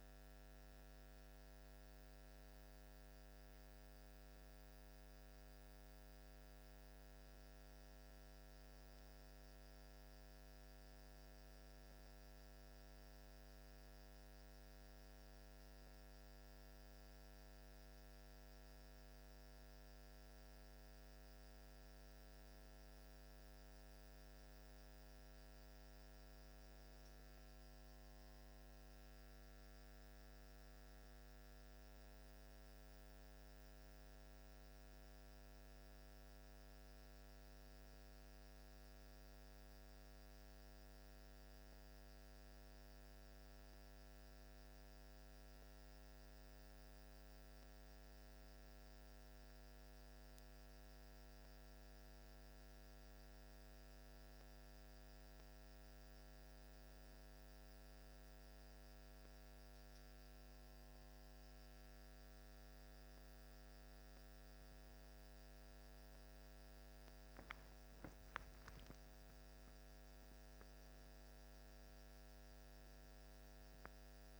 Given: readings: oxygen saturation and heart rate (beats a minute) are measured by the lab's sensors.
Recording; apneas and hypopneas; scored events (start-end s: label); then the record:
a person awake in a sleep study, hard to hear, by a microphone on the trachea; none
none scored
From the record:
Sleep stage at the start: awake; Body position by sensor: on the back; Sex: male